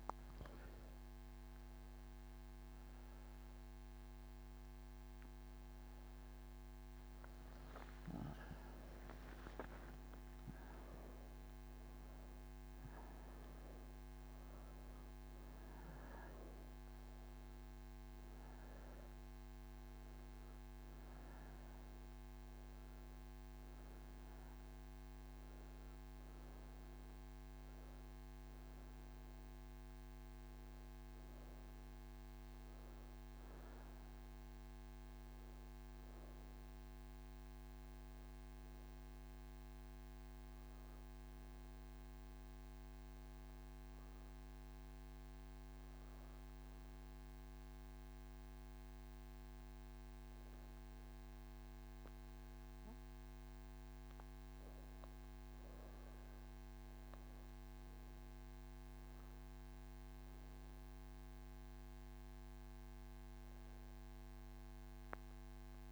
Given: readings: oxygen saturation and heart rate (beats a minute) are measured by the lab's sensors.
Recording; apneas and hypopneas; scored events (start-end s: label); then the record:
breathing in sleep, hard to hear, by a microphone on the trachea; none
0.00-5.50 s: oxygen desaturation (device-marked, oxygen 94% lowest, heart rate 97 extreme)
14.50-50.50 s: oxygen desaturation (device-marked, oxygen 96% before, 87% lowest, heart rate 131 before, 68 extreme)
From the record:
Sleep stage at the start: N3 (deep sleep); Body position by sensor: on the right side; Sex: female